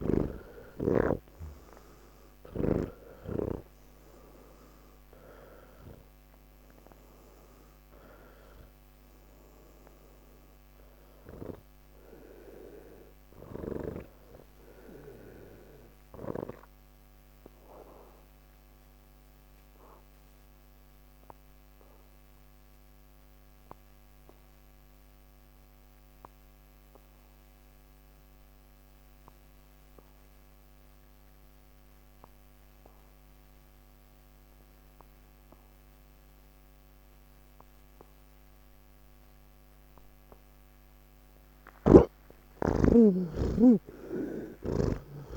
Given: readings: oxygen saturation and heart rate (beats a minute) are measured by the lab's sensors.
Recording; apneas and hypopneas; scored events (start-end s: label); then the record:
breathing in sleep by a microphone on the trachea; 1
0.00-26.50 s: oxygen desaturation (device-marked, oxygen 82% lowest)
18.00-40.50 s: obstructive apnea (oxygen 98% before, 80% lowest, heart rate 49 before, 63 extreme, up 6 after)
37.50-45.37 s: oxygen desaturation (device-marked, oxygen 99% before, 80% lowest)
From the record:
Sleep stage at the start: N3 (deep sleep); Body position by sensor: on the back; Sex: male